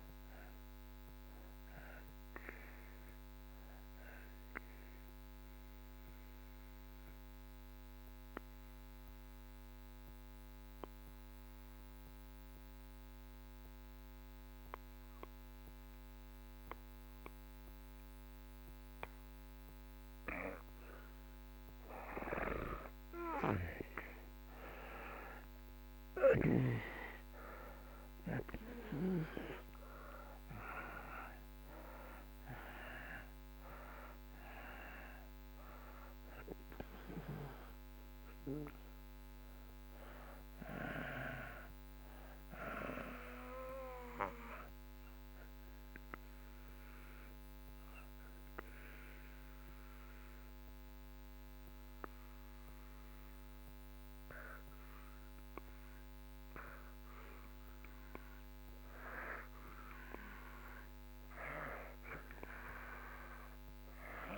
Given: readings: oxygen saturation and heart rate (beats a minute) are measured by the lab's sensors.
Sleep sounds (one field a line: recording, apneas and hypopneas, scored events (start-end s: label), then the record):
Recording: breathing in sleep by a microphone on the trachea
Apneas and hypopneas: 2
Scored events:
0.00-20.50 s: oxygen desaturation (device-marked, oxygen 65% lowest)
4.50-19.50 s: obstructive apnea (oxygen 83% before, 65% lowest)
23.00-29.00 s: arousal
28.50-58.50 s: oxygen desaturation (device-marked, oxygen 97% before, 79% lowest)
44.00-59.50 s: obstructive apnea (oxygen 97% before, 79% lowest)
62.00-64.38 s: arousal
From the record:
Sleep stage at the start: REM sleep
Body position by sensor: on the back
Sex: male